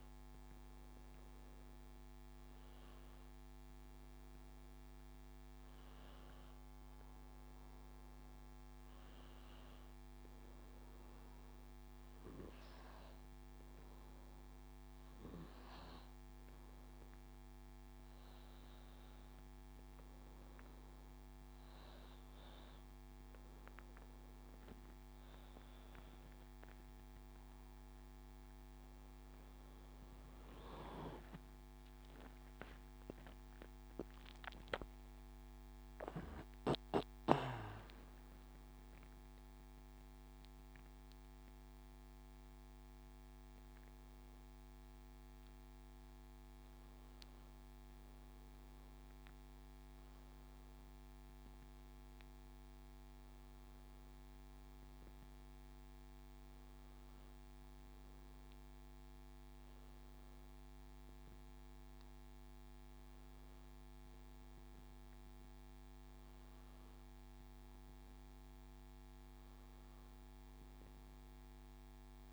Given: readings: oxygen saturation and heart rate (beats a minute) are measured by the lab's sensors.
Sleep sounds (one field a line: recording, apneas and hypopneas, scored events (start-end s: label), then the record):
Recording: breathing in sleep by a microphone on the trachea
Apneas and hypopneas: none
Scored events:
31.50-36.00 s: arousal
From the record:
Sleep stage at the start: N2 (light sleep)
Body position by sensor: on the back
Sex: male